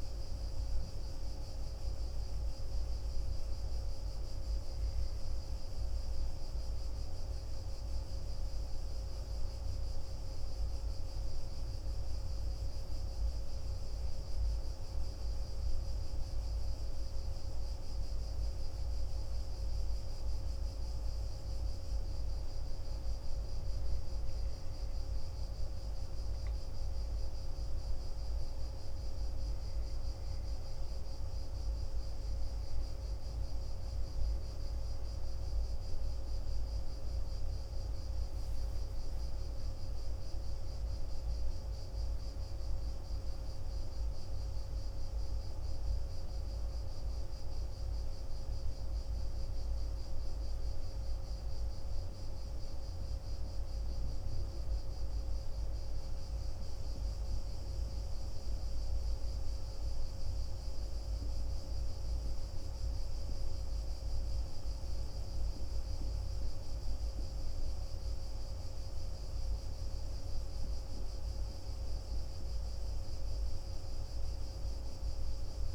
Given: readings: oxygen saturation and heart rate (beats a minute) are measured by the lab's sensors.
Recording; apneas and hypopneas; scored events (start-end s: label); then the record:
breathing in sleep, hard to hear, by a room microphone; none
none scored
From the record:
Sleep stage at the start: N1 (lightest sleep); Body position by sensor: on the back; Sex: male